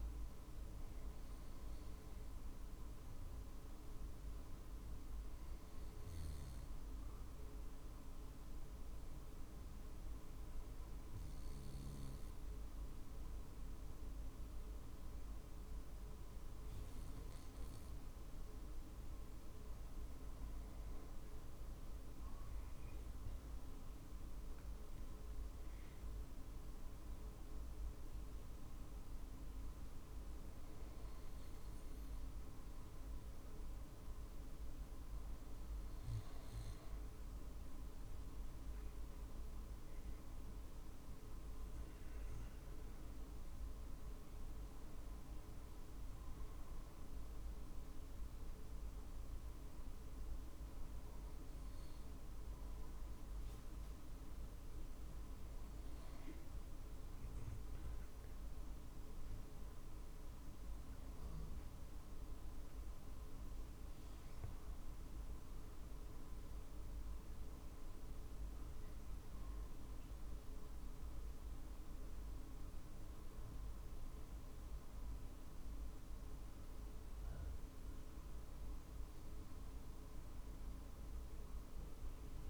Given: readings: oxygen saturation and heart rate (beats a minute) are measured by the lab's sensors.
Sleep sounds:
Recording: breathing in sleep, hard to hear, by a room microphone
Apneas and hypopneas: none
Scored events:
24.00-35.00 s: drop in pulse transit time (device-marked, heart rate 49 before, 48 extreme)
73.00-76.50 s: arousal
From the record:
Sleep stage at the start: N2 (light sleep)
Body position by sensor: on the right side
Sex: male

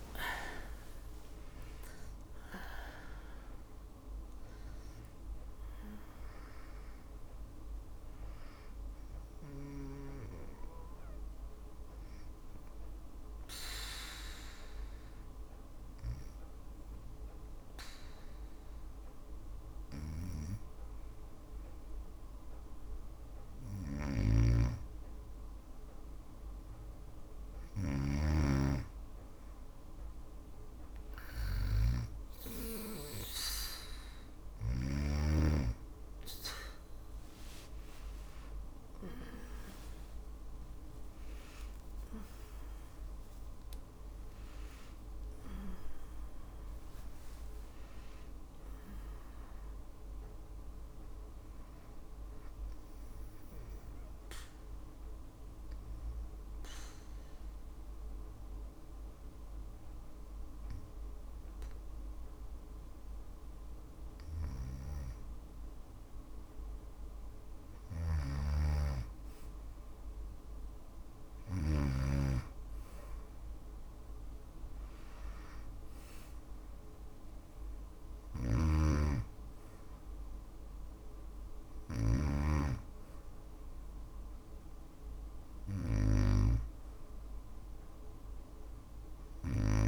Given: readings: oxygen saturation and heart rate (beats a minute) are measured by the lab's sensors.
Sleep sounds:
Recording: breathing in sleep by a room microphone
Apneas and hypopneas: 2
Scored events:
0.00-2.00 s: tachycardia (device-marked, heart rate 166 extreme)
0.00-20.00 s: oxygen desaturation (device-marked, oxygen 92% lowest, heart rate 56 extreme)
9.50-23.00 s: obstructive apnea (oxygen 97% before, 92% lowest, heart rate 96 before, 56 extreme, up 2 after)
10.00-89.88 s: new sleep stage, N2 (light sleep)
23.50-27.50 s: snoring (device-marked)
33.00-58.00 s: oxygen desaturation (device-marked, oxygen 98% before, 93% lowest, heart rate 58 before, 114 extreme)
35.00-89.88 s: tachycardia (device-marked)
39.00-43.50 s: arousal
53.50-65.50 s: obstructive apnea (oxygen 98% before, 92% lowest, heart rate 158 before, 114 extreme)
67.00-71.00 s: snoring (device-marked)
67.50-70.00 s: arousal
76.00-88.00 s: oxygen desaturation (device-marked, oxygen 97% before, 93% lowest, heart rate 180 before, 113 extreme)
77.50-89.88 s: snoring (device-marked)
From the record:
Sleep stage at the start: N1 (lightest sleep)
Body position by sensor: on the back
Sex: female

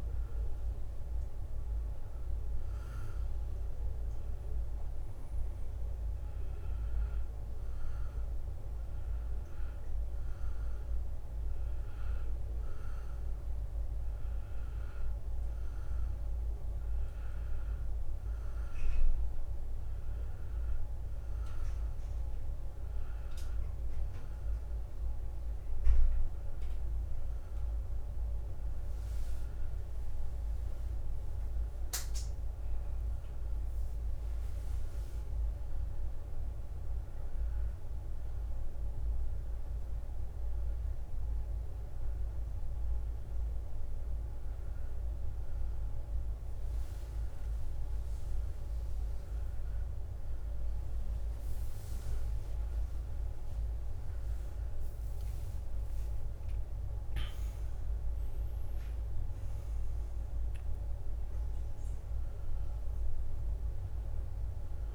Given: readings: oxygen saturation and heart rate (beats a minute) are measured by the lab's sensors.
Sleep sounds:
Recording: breathing in sleep, hard to hear, by a room microphone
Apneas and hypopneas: 1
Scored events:
0.00-10.00 s: drop in pulse transit time (device-marked, heart rate 68 extreme)
29.50-35.50 s: leg movement (device-marked)
31.00-34.50 s: arousal
37.00-50.50 s: hypopnea (oxygen 96% before, 94% lowest, heart rate 71 before, 69 extreme, up 8 after)
51.00-58.00 s: leg movement (device-marked)
51.50-56.00 s: arousal
From the record:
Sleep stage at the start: N2 (light sleep)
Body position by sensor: on the back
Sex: male

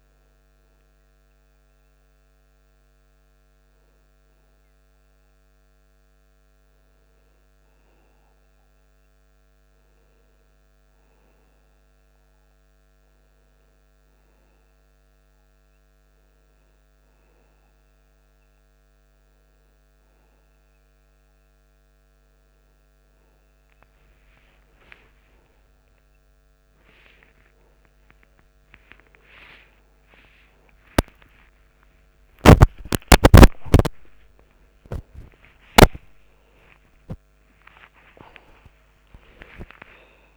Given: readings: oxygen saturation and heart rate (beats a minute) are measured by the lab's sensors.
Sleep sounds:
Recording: a person partly awake in a sleep study, by a microphone on the trachea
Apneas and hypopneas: none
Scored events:
24.50-40.37 s: new sleep stage, awake
From the record:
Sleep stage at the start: N2 (light sleep)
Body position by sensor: on the back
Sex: male

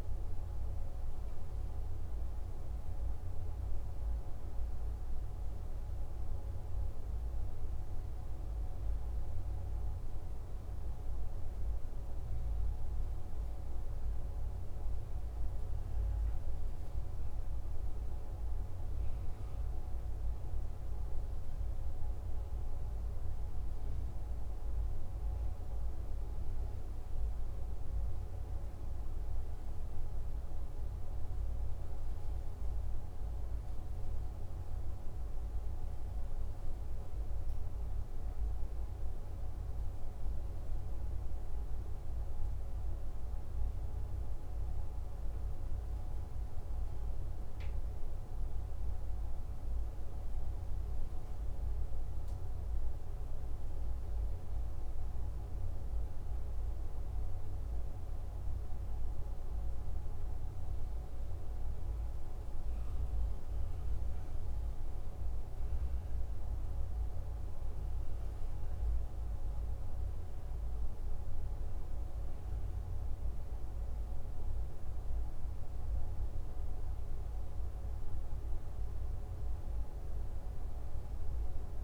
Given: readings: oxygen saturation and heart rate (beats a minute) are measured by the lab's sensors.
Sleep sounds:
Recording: breathing in sleep, hard to hear, by a room microphone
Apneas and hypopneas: none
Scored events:
none scored
From the record:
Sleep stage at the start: N2 (light sleep)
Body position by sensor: on the back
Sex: male

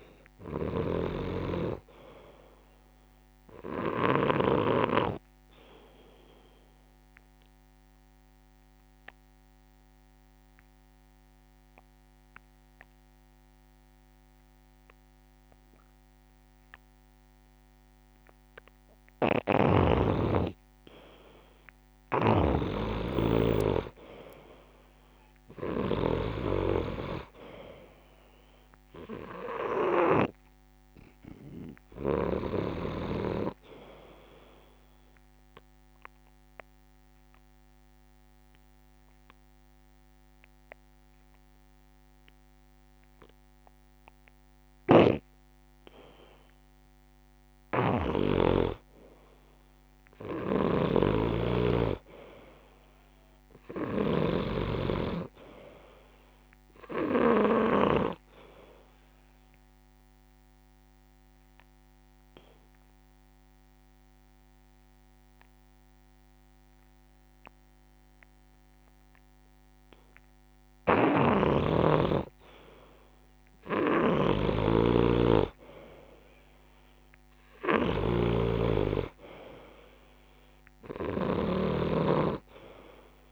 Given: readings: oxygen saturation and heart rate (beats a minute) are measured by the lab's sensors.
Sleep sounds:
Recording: breathing in sleep by a microphone on the trachea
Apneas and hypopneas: 3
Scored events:
0.00-16.50 s: oxygen desaturation (device-marked, oxygen 90% lowest)
0.50-4.50 s: snoring (device-marked)
6.00-20.00 s: obstructive apnea (oxygen 97% before, 90% lowest)
19.00-32.50 s: snoring (device-marked)
20.50-22.50 s: long interval between heartbeats (device-marked)
21.50-40.50 s: oxygen desaturation (device-marked, oxygen 97% before, 90% lowest)
23.00-26.50 s: arousal
23.50-25.50 s: long interval between heartbeats (device-marked)
35.50-47.00 s: obstructive apnea (oxygen 97% before, 89% lowest)
44.50-54.50 s: snoring (device-marked)
51.00-54.50 s: arousal
59.50-67.50 s: oxygen desaturation (device-marked, oxygen 95% before, 91% lowest)
60.00-70.50 s: obstructive apnea (oxygen 96% before, 89% lowest)
66.50-68.50 s: long interval between heartbeats (device-marked)
71.00-81.50 s: snoring (device-marked)
73.00-76.50 s: arousal
78.50-83.32 s: oxygen desaturation (device-marked, oxygen 95% before, 89% lowest)
80.00-82.00 s: long interval between heartbeats (device-marked)
From the record:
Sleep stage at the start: N2 (light sleep)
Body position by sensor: on the back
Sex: male

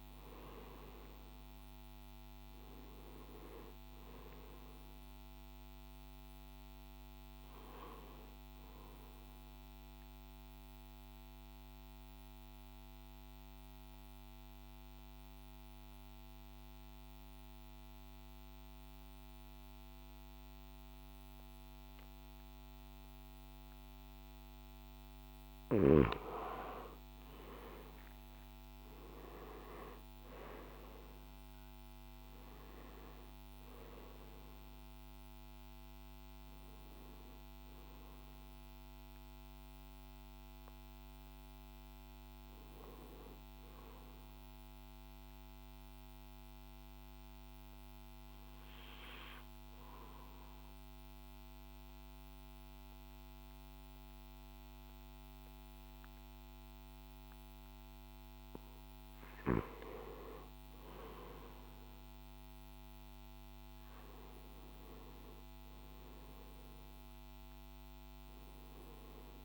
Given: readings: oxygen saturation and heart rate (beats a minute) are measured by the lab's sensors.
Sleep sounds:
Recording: breathing in sleep by a microphone on the trachea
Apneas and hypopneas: 2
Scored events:
0.00-1.00 s: arousal
3.50-18.50 s: oxygen desaturation (device-marked, oxygen 96% before, 89% lowest, heart rate 62 before, 58 extreme)
10.50-25.50 s: mixed apnea (oxygen 96% before, 87% lowest, heart rate 63 before, 58 extreme, up 8 after)
27.50-31.00 s: arousal
29.50-45.50 s: drop in pulse transit time (device-marked, heart rate 60 before, 61 extreme)
29.50-53.50 s: oxygen desaturation (device-marked, oxygen 97% before, 87% lowest, heart rate 60 before, 57 extreme)
43.50-57.50 s: central apnea (oxygen 97% before, 87% lowest, heart rate 63 before, 57 extreme, up 5 after)
60.00-65.50 s: arousal
67.50-69.45 s: oxygen desaturation (device-marked, oxygen 97% before, 89% lowest, heart rate 60 before, 58 extreme)
From the record:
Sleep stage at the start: N2 (light sleep)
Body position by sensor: on the left side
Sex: male

